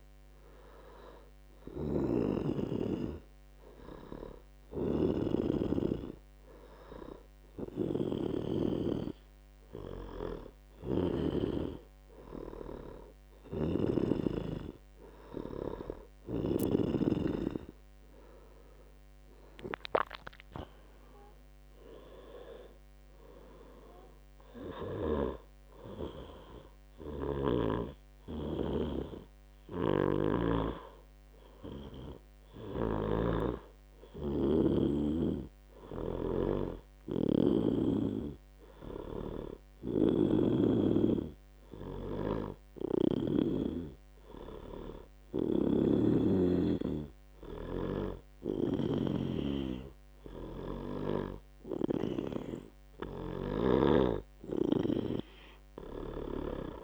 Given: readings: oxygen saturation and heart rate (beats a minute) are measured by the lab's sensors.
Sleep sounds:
breathing in sleep by a microphone on the trachea; 1
20.00-24.00 s: arousal
35.50-52.50 s: obstructive apnea (oxygen 95% before, 93% lowest, heart rate 70 before, 65 extreme, up 4 after)
54.50-56.84 s: arousal
From the record:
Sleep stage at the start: N2 (light sleep); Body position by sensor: on the back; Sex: male

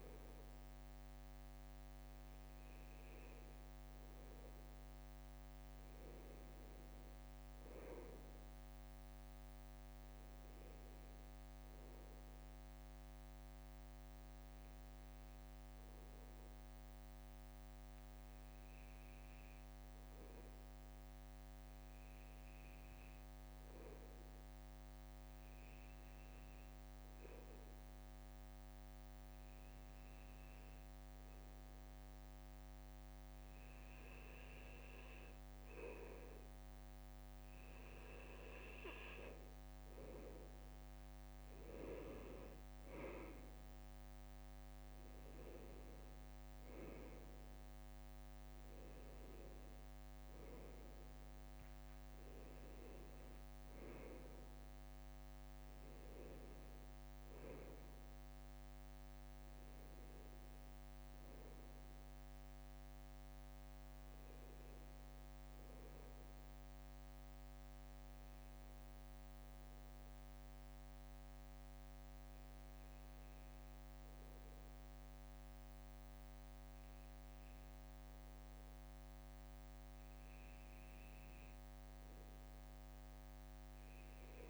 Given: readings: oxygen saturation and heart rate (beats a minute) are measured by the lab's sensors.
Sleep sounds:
breathing in sleep, hard to hear, by a microphone on the trachea; none
0.00-4.00 s: bradycardia (device-marked, heart rate 58 extreme)
13.00-16.00 s: bradycardia (device-marked, heart rate 61 before, 60 extreme)
26.00-84.50 s: new sleep stage, N2 (light sleep)
42.50-47.00 s: arousal
59.00-65.00 s: bradycardia (device-marked, heart rate 61 before, 59 extreme)
71.00-75.00 s: bradycardia (device-marked, heart rate 60 before, 59 extreme)
From the record:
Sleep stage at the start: N1 (lightest sleep); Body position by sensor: on the back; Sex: male

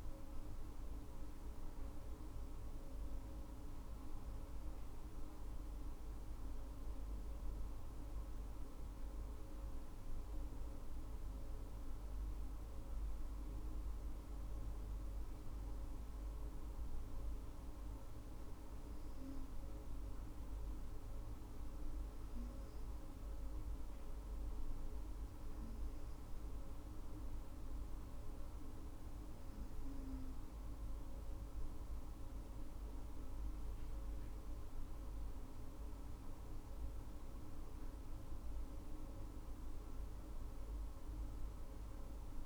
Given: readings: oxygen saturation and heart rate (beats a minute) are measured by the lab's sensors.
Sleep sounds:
breathing in sleep, hard to hear, by a room microphone; none
none scored
From the record:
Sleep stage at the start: N2 (light sleep); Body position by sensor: on the right side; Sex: female

